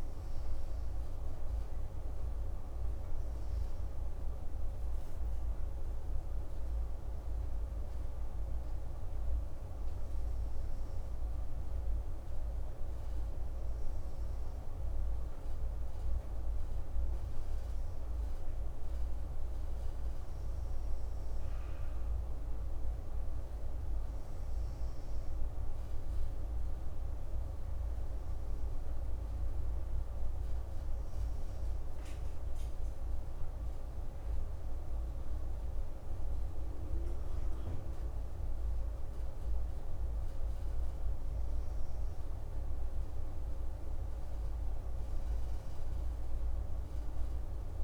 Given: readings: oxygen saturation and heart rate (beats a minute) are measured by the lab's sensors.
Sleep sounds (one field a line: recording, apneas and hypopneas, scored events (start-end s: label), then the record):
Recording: breathing in sleep, hard to hear, by a room microphone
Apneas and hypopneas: none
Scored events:
none scored
From the record:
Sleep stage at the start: N2 (light sleep)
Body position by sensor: on the right side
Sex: male